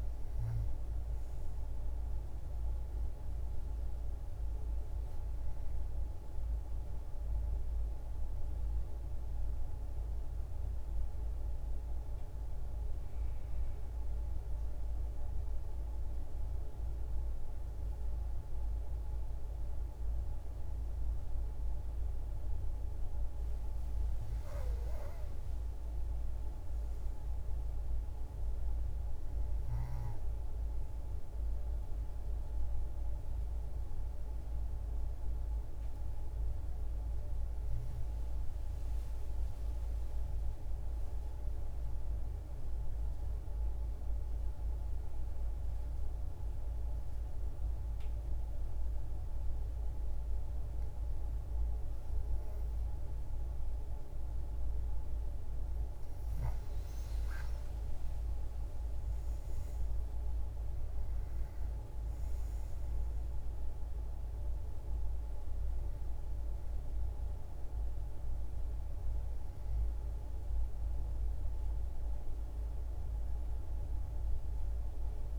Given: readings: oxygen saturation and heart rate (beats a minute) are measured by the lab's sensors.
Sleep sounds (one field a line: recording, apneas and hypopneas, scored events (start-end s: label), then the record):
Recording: breathing in sleep, hard to hear, by a room microphone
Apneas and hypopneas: 2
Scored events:
9.00-21.50 s: hypopnea (oxygen 95% before, 90% lowest, heart rate 187 before, 55 extreme, up 3 after)
25.50-30.00 s: arousal
31.00-50.00 s: oxygen desaturation (device-marked, oxygen 97% before, 93% lowest, heart rate 136 before, 54 extreme)
43.50-56.00 s: obstructive apnea (oxygen 97% before, 90% lowest, heart rate 83 before, 54 extreme, up 42 after)
57.50-61.50 s: arousal
63.00-75.39 s: oxygen desaturation (device-marked, oxygen 96% before, 90% lowest, heart rate 89 before, 53 extreme)
From the record:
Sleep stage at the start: N2 (light sleep)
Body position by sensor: on the back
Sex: female